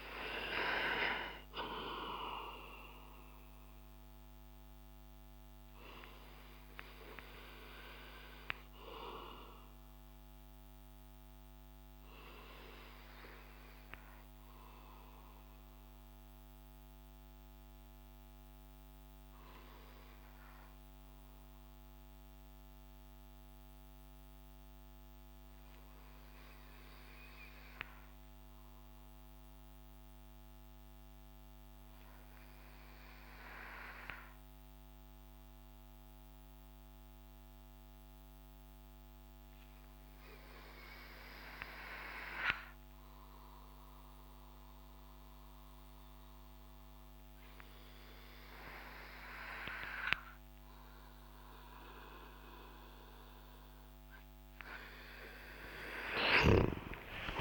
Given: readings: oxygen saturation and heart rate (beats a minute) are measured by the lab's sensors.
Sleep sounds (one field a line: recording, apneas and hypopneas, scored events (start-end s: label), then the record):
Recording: breathing in sleep by a microphone on the trachea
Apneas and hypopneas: 1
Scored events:
0.00-29.00 s: oxygen desaturation (device-marked, oxygen 88% lowest)
5.00-53.00 s: obstructive apnea (oxygen 96% before, 88% lowest)
54.00-57.41 s: arousal
From the record:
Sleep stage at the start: N2 (light sleep)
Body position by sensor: on the back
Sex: male